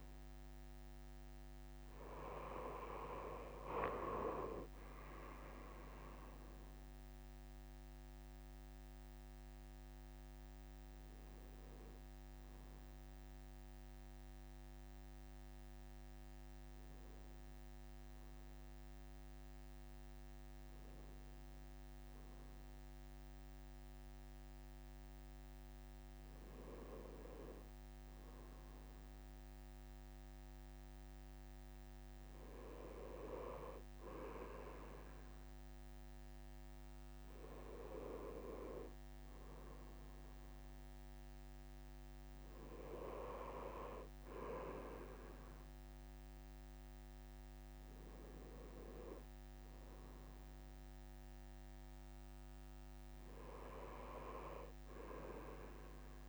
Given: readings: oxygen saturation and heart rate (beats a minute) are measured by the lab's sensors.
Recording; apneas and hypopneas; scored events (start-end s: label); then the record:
breathing in sleep by a microphone on the trachea; none
none scored
From the record:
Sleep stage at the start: N2 (light sleep); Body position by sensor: on the right side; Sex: male